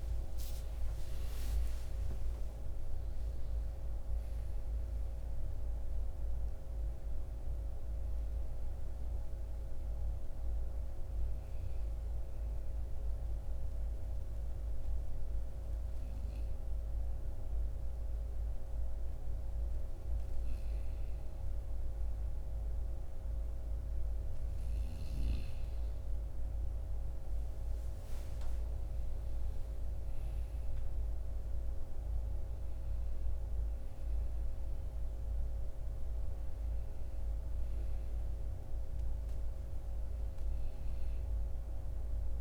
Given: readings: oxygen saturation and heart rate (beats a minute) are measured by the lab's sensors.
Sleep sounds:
breathing in sleep, hard to hear, by a room microphone; 1
0.00-3.00 s: arousal
0.00-7.50 s: oxygen desaturation (device-marked, oxygen 91% lowest)
10.00-21.50 s: obstructive apnea (oxygen 95% before, 93% lowest)
19.50-42.41 s: new sleep stage, N1 (lightest sleep)
25.50-30.00 s: arousal
33.50-42.41 s: oxygen desaturation (device-marked, oxygen 96% before, 93% lowest, heart rate 48 before, 58 extreme)
From the record:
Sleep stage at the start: N2 (light sleep); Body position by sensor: on the right side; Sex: male

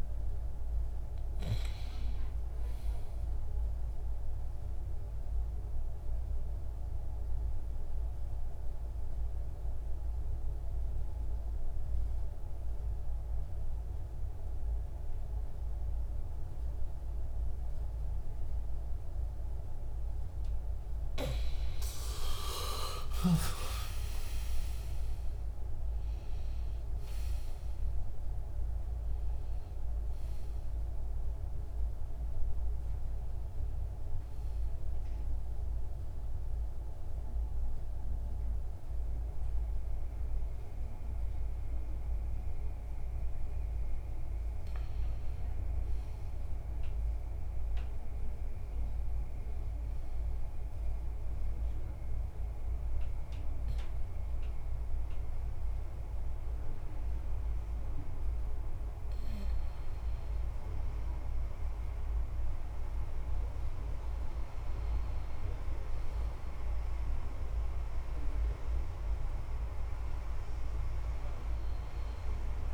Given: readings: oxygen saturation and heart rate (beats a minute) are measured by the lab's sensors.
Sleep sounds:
breathing in sleep by a room microphone; 2
0.00-13.00 s: oxygen desaturation (device-marked, oxygen 92% lowest, heart rate 64 extreme)
3.50-20.00 s: obstructive apnea (oxygen 96% before, 93% lowest, heart rate 85 before, 64 extreme, up 15 after)
21.50-26.00 s: arousal
28.00-46.00 s: oxygen desaturation (device-marked, oxygen 99% before, 94% lowest, heart rate 68 before, 63 extreme)
34.50-44.50 s: central apnea (oxygen 99% before, 90% lowest, heart rate 70 before, 63 extreme, up 4 after)
46.50-50.50 s: arousal
From the record:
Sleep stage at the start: N2 (light sleep); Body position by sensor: on the back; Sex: male

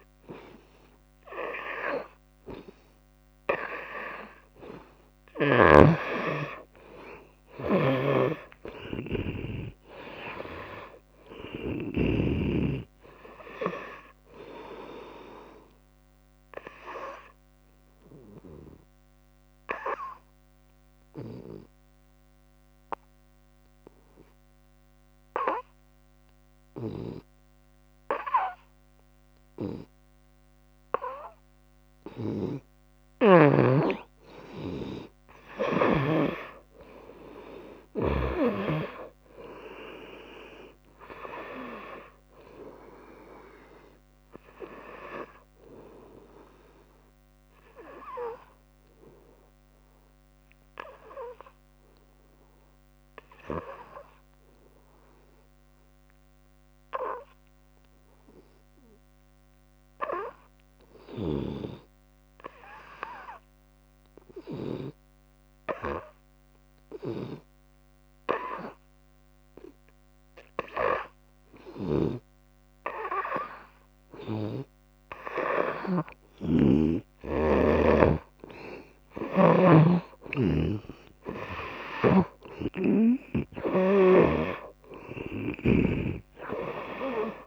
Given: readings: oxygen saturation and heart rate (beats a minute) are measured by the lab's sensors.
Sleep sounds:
breathing in sleep by a microphone on the trachea; 2
1.50-27.50 s: oxygen desaturation (device-marked, oxygen 96% before, 88% lowest, heart rate 73 before, 70 extreme)
7.50-12.50 s: arousal
8.00-12.50 s: snoring (device-marked)
9.00-11.00 s: long interval between heartbeats (device-marked, heart rate 74 before, 86 extreme)
18.00-32.00 s: obstructive apnea (oxygen 96% before, 88% lowest, heart rate 81 before, 70 extreme, up 5 after)
33.00-36.50 s: snoring (device-marked)
35.00-39.00 s: arousal
38.50-53.50 s: oxygen desaturation (device-marked, oxygen 96% before, 90% lowest, heart rate 73 before, 61 extreme)
48.00-72.50 s: obstructive apnea (oxygen 96% before, 88% lowest, heart rate 74 before, 61 extreme, up 9 after)
61.00-65.00 s: snoring (device-marked)
67.50-87.47 s: oxygen desaturation (device-marked, oxygen 97% before, 88% lowest, heart rate 67 before, 71 extreme)
76.50-80.00 s: snoring (device-marked)
77.50-81.50 s: arousal
82.00-86.00 s: snoring (device-marked)
From the record:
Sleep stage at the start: N2 (light sleep); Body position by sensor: on the right side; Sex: female

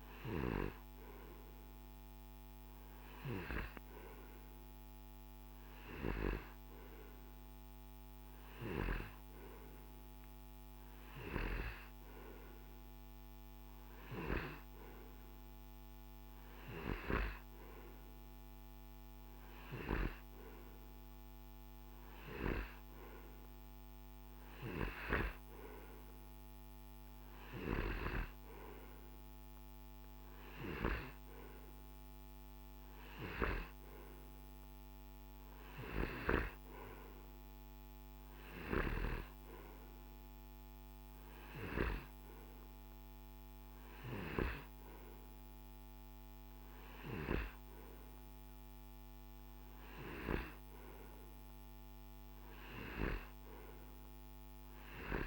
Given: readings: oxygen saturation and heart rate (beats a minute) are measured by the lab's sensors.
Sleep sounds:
breathing in sleep by a microphone on the trachea; none
none scored
From the record:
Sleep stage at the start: N2 (light sleep); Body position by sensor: on the right side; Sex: male

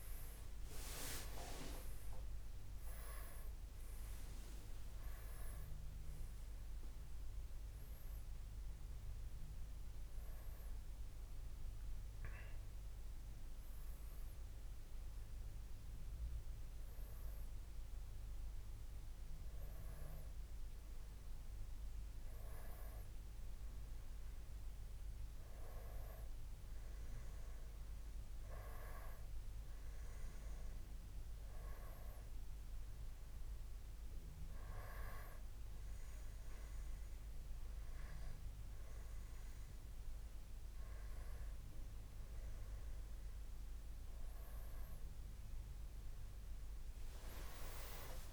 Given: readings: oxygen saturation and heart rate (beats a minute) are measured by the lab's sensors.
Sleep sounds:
a person awake in a sleep study, by a room microphone; none
none scored
From the record:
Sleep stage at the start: awake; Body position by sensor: on the back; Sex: male

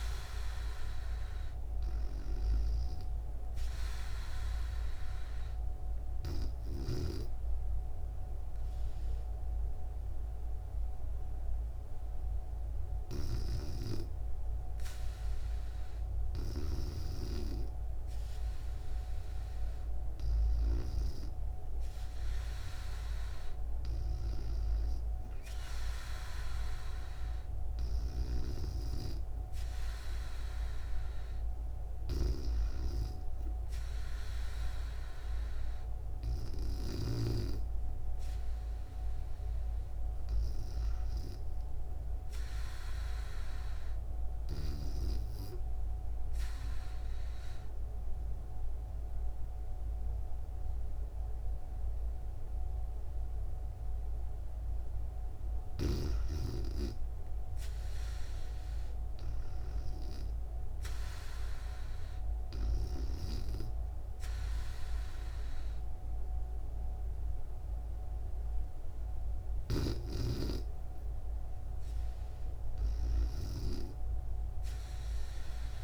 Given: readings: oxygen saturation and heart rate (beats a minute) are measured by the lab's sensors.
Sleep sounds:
breathing in sleep by a room microphone; 2
6.00-16.00 s: hypopnea (oxygen 94% before, 93% lowest, heart rate 75 before, 73 extreme, up 0 after)
19.50-23.50 s: arousal
44.00-55.00 s: obstructive apnea (oxygen 95% before, 93% lowest, heart rate 75 before, 69 extreme, up 0 after)
57.00-60.50 s: arousal
68.50-75.50 s: oxygen desaturation (device-marked, oxygen 96% before, 93% lowest, heart rate 71 before, 71 extreme)
From the record:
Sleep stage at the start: REM sleep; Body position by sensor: on the back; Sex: female

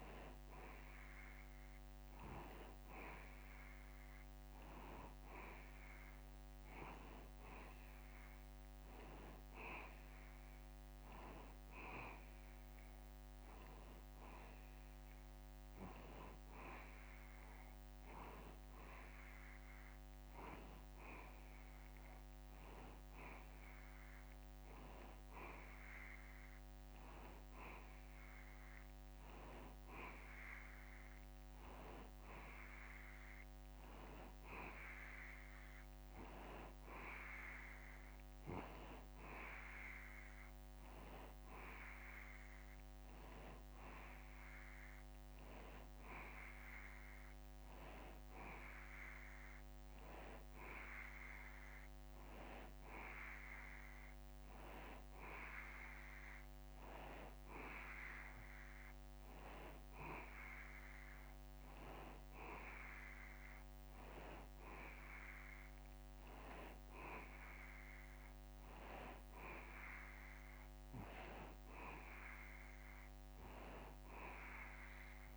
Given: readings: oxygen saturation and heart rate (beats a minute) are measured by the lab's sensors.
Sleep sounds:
breathing in sleep by a microphone on the trachea; none
none scored
From the record:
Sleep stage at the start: N2 (light sleep); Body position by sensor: on the back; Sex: male

